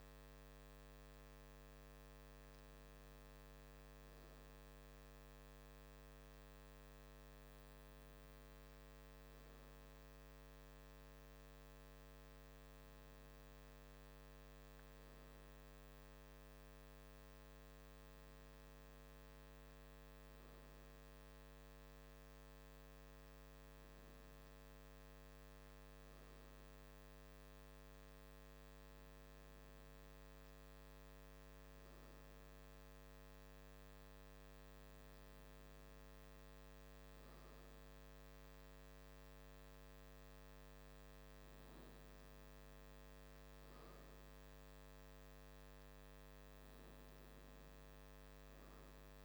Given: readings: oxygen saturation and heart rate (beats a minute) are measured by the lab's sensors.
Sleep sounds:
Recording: breathing in sleep, hard to hear, by a microphone on the trachea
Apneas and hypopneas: none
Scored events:
none scored
From the record:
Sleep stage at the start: N2 (light sleep)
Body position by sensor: on the back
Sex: male

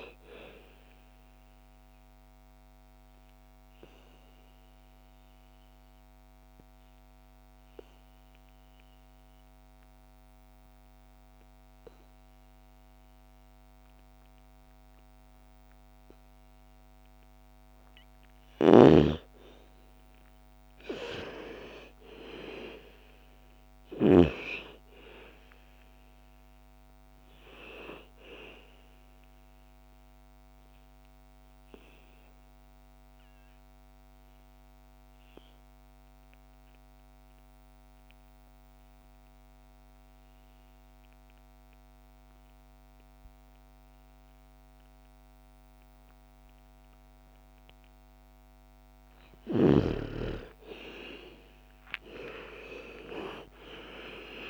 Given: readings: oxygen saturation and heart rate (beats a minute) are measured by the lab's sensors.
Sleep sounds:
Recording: breathing in sleep by a microphone on the trachea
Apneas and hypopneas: 2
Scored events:
0.00-10.00 s: oxygen desaturation (device-marked, oxygen 87% lowest, heart rate 54 extreme)
1.00-17.00 s: obstructive apnea (oxygen 98% before, 86% lowest, heart rate 63 before, 54 extreme, up 11 after)
18.00-24.00 s: snoring (device-marked)
19.50-23.00 s: arousal
21.00-39.00 s: oxygen desaturation (device-marked, oxygen 98% before, 90% lowest, heart rate 57 before, 53 extreme)
30.00-48.00 s: obstructive apnea (oxygen 98% before, 83% lowest, heart rate 59 before, 53 extreme, up 16 after)
49.00-53.00 s: arousal
50.00-54.50 s: oxygen desaturation (device-marked, oxygen 98% before, 86% lowest, heart rate 56 before, 56 extreme)
From the record:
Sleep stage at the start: N2 (light sleep)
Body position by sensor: on the back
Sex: female

